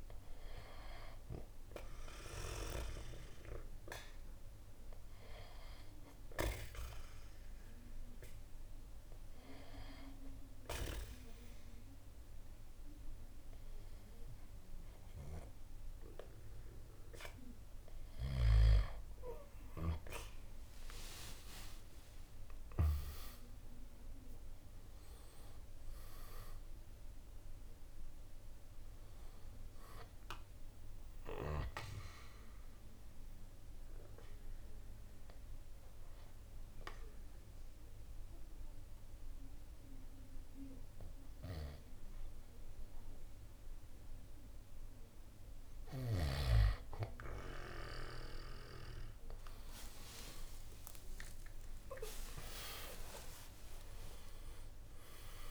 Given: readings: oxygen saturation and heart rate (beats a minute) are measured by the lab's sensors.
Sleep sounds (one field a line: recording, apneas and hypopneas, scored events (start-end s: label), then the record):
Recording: breathing in sleep by a room microphone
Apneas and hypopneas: 1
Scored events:
5.00-12.00 s: oxygen desaturation (device-marked, oxygen 95% before, 91% lowest, heart rate 67 before, 64 extreme)
20.00-23.50 s: arousal
22.00-35.00 s: drop in pulse transit time (device-marked, heart rate 68 before, 69 extreme)
24.00-46.00 s: oxygen desaturation (device-marked, oxygen 94% before, 90% lowest, heart rate 69 before, 62 extreme)
30.50-45.50 s: mixed apnea (oxygen 95% before, 88% lowest, heart rate 70 before, 62 extreme, up 25 after)
49.50-54.50 s: arousal
53.00-55.50 s: drop in pulse transit time (device-marked, heart rate 70 before, 63 extreme)
From the record:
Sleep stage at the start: N2 (light sleep)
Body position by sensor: on the back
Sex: male